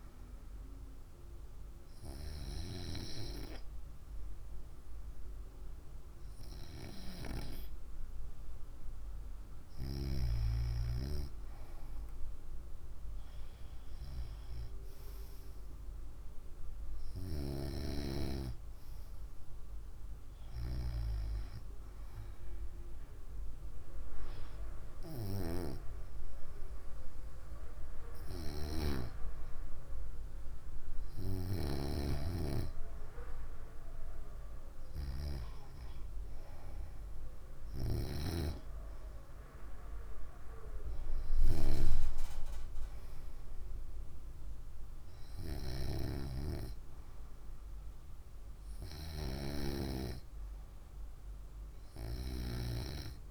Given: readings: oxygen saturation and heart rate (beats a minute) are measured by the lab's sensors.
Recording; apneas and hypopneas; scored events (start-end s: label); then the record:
breathing in sleep by a room microphone; none
none scored
From the record:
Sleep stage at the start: N2 (light sleep); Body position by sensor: on the right side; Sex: female